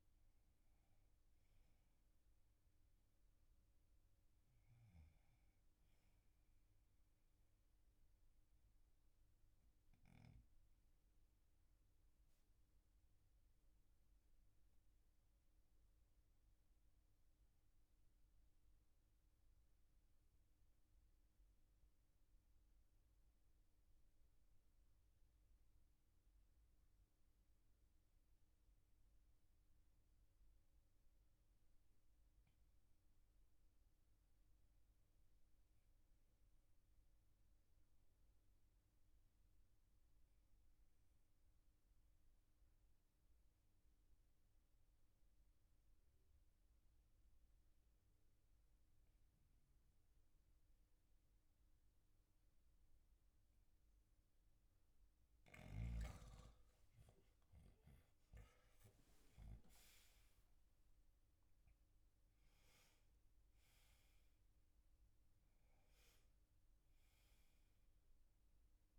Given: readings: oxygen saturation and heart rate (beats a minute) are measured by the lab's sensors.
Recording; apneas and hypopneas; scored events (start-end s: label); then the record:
breathing in sleep, hard to hear, by a room microphone; 1
8.50-54.50 s: obstructive apnea (oxygen 99% before, 90% lowest, heart rate 48 before, 36 extreme, up 12 after)
9.00-25.00 s: oxygen desaturation (device-marked, oxygen 99% before, 93% lowest, heart rate 48 before, 40 extreme)
58.00-65.00 s: oxygen desaturation (device-marked, oxygen 98% before, 96% lowest, heart rate 42 before, 44 extreme)
59.00-68.98 s: new sleep stage, awake
From the record:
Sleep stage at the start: N2 (light sleep); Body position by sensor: on the back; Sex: male